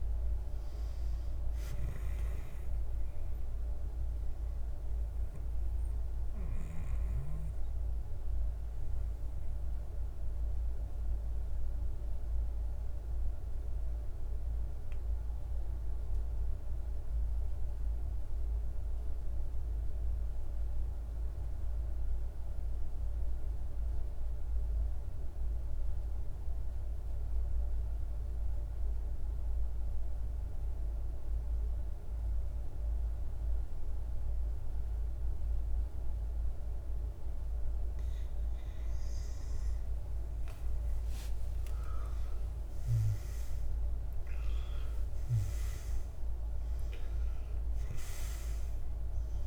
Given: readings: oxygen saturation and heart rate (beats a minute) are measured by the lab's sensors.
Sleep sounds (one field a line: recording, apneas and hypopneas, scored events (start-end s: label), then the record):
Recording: breathing in sleep, hard to hear, by a room microphone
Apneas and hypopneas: 1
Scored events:
0.00-10.00 s: oxygen desaturation (device-marked, oxygen 90% lowest, heart rate 48 extreme)
5.00-36.00 s: mixed apnea (oxygen 99% before, 89% lowest, heart rate 72 before, 48 extreme, up 25 after)
30.00-49.47 s: oxygen desaturation (device-marked, oxygen 99% before, 89% lowest, heart rate 49 before, 49 extreme)
38.50-43.50 s: arousal
From the record:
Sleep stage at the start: N2 (light sleep)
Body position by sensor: on the back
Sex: male